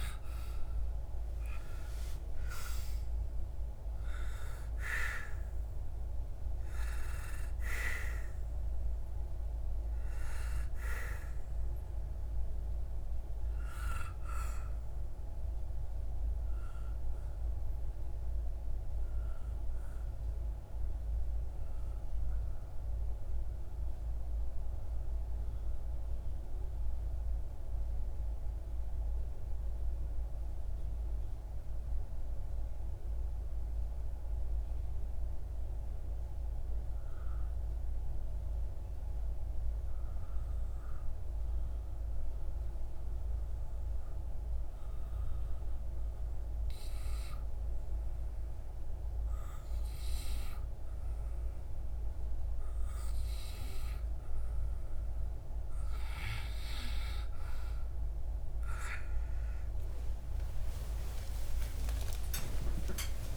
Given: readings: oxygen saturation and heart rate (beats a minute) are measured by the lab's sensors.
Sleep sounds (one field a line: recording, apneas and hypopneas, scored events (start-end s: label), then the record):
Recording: breathing in sleep by a room microphone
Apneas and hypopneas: 1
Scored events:
0.00-16.00 s: oxygen desaturation (device-marked, oxygen 91% lowest)
17.50-49.50 s: obstructive apnea (oxygen 95% before, 90% lowest)
44.00-46.00 s: oxygen desaturation (device-marked, oxygen 97% before, 96% lowest)
60.00-63.37 s: new sleep stage, awake
From the record:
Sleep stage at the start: N2 (light sleep)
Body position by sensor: on the back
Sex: male